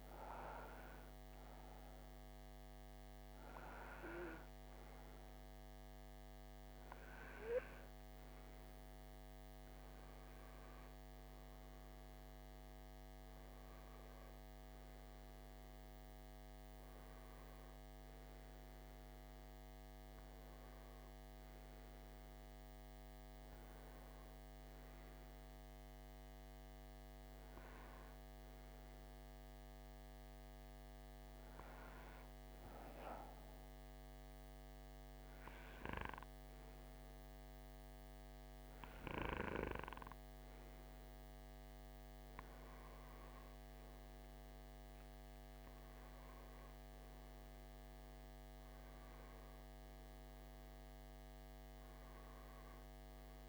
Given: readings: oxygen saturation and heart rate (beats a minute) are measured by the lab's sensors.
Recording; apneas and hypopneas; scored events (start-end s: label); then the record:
breathing in sleep by a microphone on the trachea; none
47.50-53.49 s: oxygen desaturation (device-marked, oxygen 94% before, 91% lowest, heart rate 62 before, 64 extreme)
From the record:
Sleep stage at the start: N1 (lightest sleep); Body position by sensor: on the right side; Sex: male